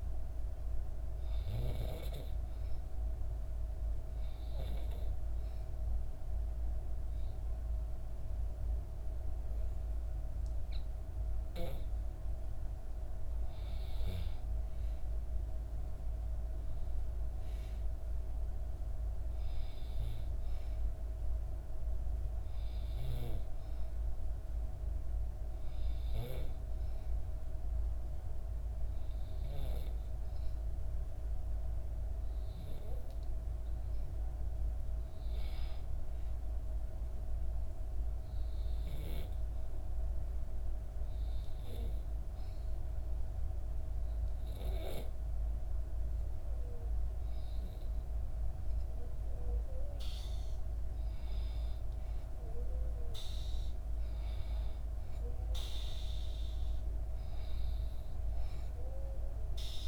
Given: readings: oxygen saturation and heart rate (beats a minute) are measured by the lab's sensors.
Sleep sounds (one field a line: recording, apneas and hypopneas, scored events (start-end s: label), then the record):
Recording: breathing in sleep by a room microphone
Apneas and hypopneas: 1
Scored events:
0.00-1.00 s: arousal
37.50-49.50 s: hypopnea (oxygen 95% before, 91% lowest, heart rate 65 before, 64 extreme, up 4 after)
51.00-54.50 s: arousal
From the record:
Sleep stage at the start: N2 (light sleep)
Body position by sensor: on the back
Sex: female